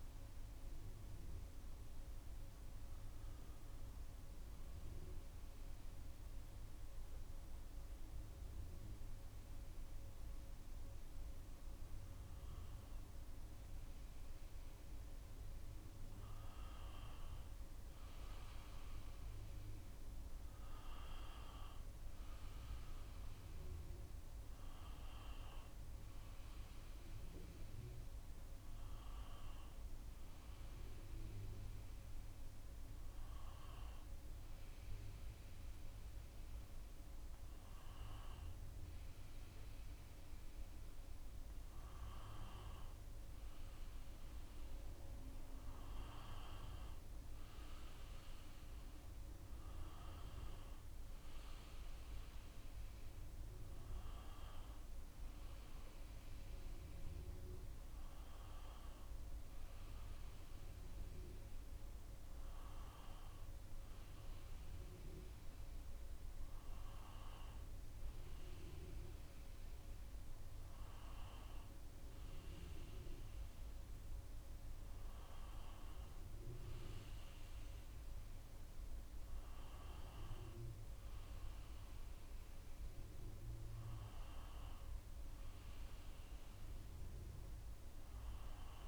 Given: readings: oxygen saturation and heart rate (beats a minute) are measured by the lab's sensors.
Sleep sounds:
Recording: breathing in sleep, hard to hear, by a room microphone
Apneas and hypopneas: none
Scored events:
16.00-88.88 s: new sleep stage, N2 (light sleep)
From the record:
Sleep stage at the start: N1 (lightest sleep)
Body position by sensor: on the right side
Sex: male

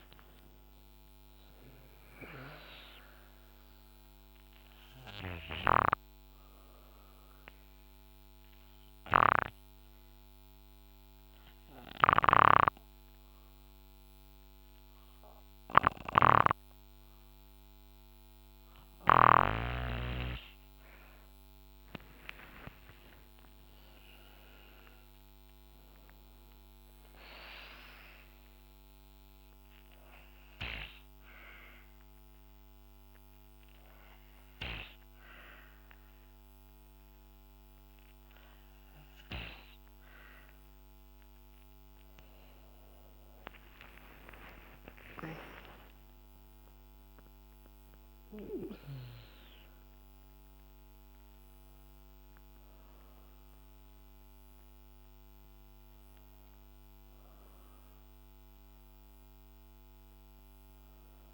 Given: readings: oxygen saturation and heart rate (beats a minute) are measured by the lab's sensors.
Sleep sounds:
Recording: breathing in sleep by a microphone on the trachea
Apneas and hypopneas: 2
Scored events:
0.00-15.50 s: oxygen desaturation (device-marked, oxygen 88% lowest, heart rate 62 extreme)
5.50-19.00 s: obstructive apnea (oxygen 95% before, 88% lowest, heart rate 69 before, 62 extreme, up 10 after)
20.50-42.50 s: oxygen desaturation (device-marked, oxygen 98% before, 91% lowest, heart rate 67 before, 59 extreme)
21.00-25.00 s: arousal
29.00-44.50 s: obstructive apnea (oxygen 98% before, 89% lowest, heart rate 67 before, 59 extreme, up 19 after)
44.00-46.00 s: long interval between heartbeats (device-marked, heart rate 67 before, 78 extreme)
44.50-48.50 s: snoring (device-marked)
45.00-48.50 s: arousal
From the record:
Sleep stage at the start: N2 (light sleep)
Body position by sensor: on the back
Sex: female

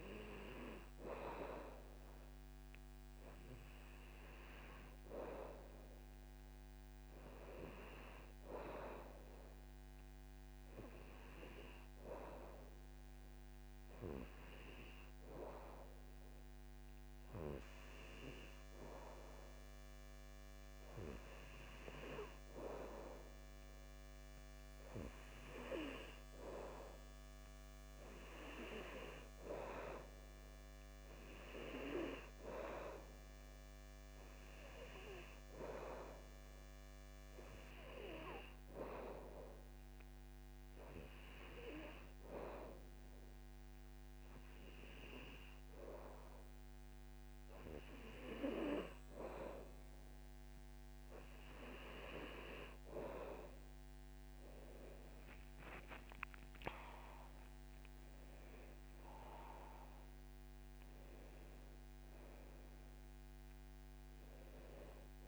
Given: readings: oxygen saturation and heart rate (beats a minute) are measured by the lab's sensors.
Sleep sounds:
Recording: breathing in sleep by a microphone on the trachea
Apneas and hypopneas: 2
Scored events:
2.00-19.00 s: oxygen desaturation (device-marked, oxygen 97% before, 93% lowest, heart rate 75 before, 78 extreme)
11.00-22.50 s: hypopnea (oxygen 97% before, 92% lowest, heart rate 79 before, 78 extreme, up 3 after)
30.00-34.00 s: arousal
34.00-43.00 s: oxygen desaturation (device-marked, oxygen 97% before, 92% lowest, heart rate 80 before, 78 extreme)
40.00-50.50 s: hypopnea (oxygen 97% before, 93% lowest, heart rate 80 before, 69 extreme, up 6 after)
55.50-59.50 s: arousal
From the record:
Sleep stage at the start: N2 (light sleep)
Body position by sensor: on the back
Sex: male

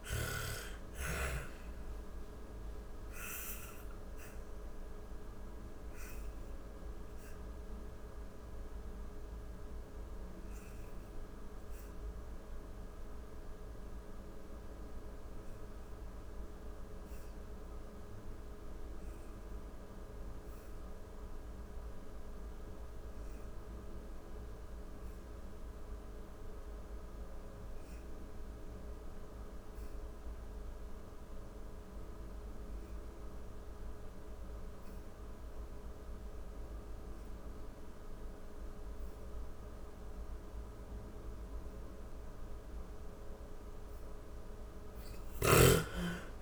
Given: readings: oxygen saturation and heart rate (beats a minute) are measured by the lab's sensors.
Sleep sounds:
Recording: breathing in sleep by a room microphone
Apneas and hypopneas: 1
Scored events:
0.00-20.00 s: oxygen desaturation (device-marked, oxygen 76% lowest, heart rate 38 extreme)
2.00-40.00 s: obstructive apnea (oxygen 97% before, 76% lowest, heart rate 62 before, 38 extreme, up 4 after)
28.00-46.42 s: oxygen desaturation (device-marked, oxygen 97% before, 76% lowest, heart rate 55 before, 38 extreme)
43.50-46.42 s: arousal
From the record:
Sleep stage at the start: N2 (light sleep)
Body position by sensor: on the back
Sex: female

